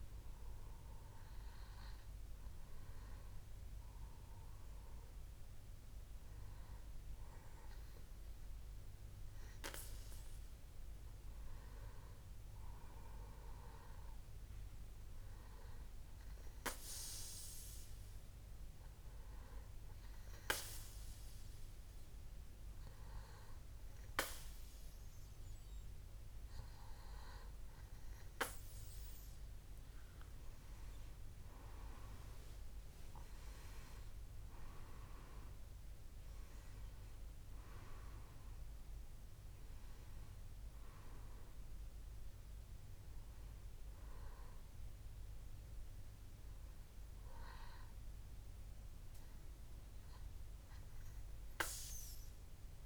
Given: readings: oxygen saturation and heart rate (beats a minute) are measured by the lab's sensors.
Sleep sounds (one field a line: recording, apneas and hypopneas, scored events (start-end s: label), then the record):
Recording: breathing in sleep by a room microphone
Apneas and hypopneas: 1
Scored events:
11.50-14.50 s: arousal
17.50-31.00 s: hypopnea (oxygen 97% before, 94% lowest, heart rate 69 before, 63 extreme, up 11 after)
31.50-52.86 s: oxygen desaturation (device-marked, oxygen 97% before, 94% lowest, heart rate 65 before, 62 extreme)
32.50-35.50 s: arousal
From the record:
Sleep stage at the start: N2 (light sleep)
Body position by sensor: on the back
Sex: male